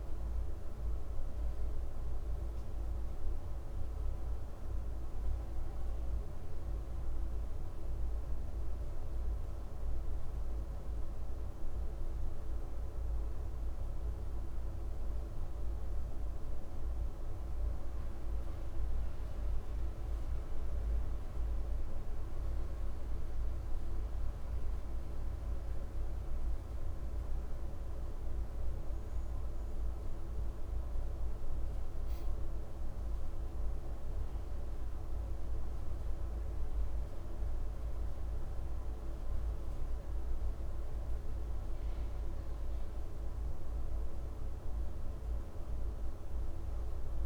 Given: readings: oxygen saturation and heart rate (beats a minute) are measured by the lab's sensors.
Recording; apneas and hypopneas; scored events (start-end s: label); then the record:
breathing in sleep, hard to hear, by a room microphone; none
none scored
From the record:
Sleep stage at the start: N1 (lightest sleep); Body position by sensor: on the back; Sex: male